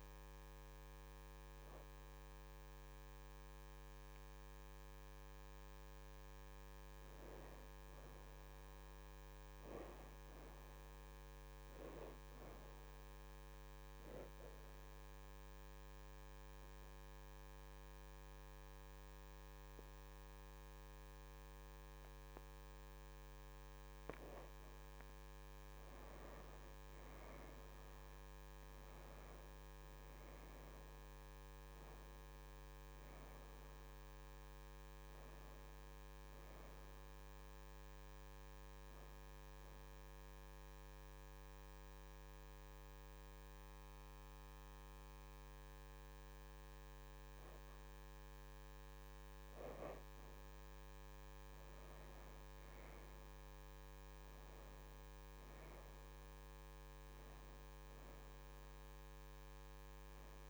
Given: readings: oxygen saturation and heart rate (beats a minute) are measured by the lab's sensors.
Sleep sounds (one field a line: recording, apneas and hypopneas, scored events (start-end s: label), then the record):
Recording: breathing in sleep, hard to hear, by a microphone on the trachea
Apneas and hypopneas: 2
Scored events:
0.00-9.50 s: oxygen desaturation (device-marked, oxygen 79% lowest, heart rate 75 extreme)
8.50-60.50 s: new sleep stage, N2 (light sleep)
14.50-24.50 s: obstructive apnea (oxygen 89% before, 70% lowest, heart rate 77 before, 74 extreme, up 5 after)
14.50-28.50 s: oxygen desaturation (device-marked, oxygen 89% before, 79% lowest, heart rate 77 before, 74 extreme)
26.50-30.50 s: arousal
30.50-54.50 s: oxygen desaturation (device-marked, oxygen 86% before, 70% lowest, heart rate 77 before, 74 extreme)
39.50-49.50 s: hypopnea (oxygen 89% before, 70% lowest, heart rate 80 before, 74 extreme, up 5 after)
54.50-59.00 s: arousal
From the record:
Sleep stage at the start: N1 (lightest sleep)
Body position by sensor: on the back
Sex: female